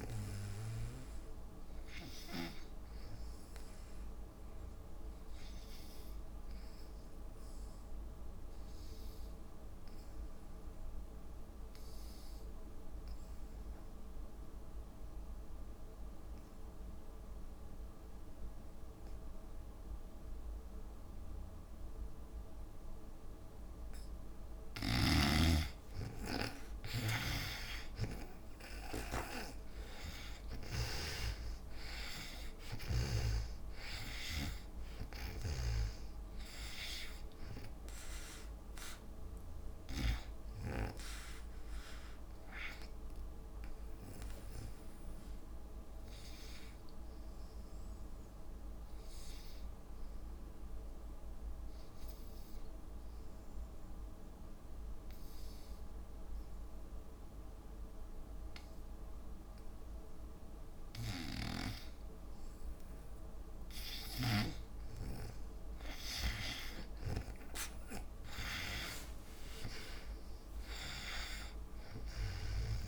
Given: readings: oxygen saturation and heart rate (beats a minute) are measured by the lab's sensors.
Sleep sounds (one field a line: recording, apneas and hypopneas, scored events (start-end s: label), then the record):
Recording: breathing in sleep by a room microphone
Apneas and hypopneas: 2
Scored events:
0.00-4.00 s: oxygen desaturation (device-marked, oxygen 89% lowest, heart rate 55 extreme)
8.00-24.00 s: obstructive apnea (oxygen 97% before, 79% lowest, heart rate 59 before, 56 extreme, up 12 after)
21.00-49.00 s: oxygen desaturation (device-marked, oxygen 97% before, 79% lowest, heart rate 58 before, 56 extreme)
24.50-35.50 s: snoring (device-marked)
28.00-32.00 s: arousal
49.50-62.50 s: obstructive apnea (oxygen 96% before, 82% lowest, heart rate 65 before, 55 extreme, up 22 after)
61.00-64.50 s: snoring (device-marked)
65.00-72.87 s: oxygen desaturation (device-marked, oxygen 98% before, 88% lowest, heart rate 58 before, 55 extreme)
68.50-72.50 s: arousal
70.00-72.00 s: long interval between heartbeats (device-marked, heart rate 60 before, 78 extreme)
From the record:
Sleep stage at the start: N2 (light sleep)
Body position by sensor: on the back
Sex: female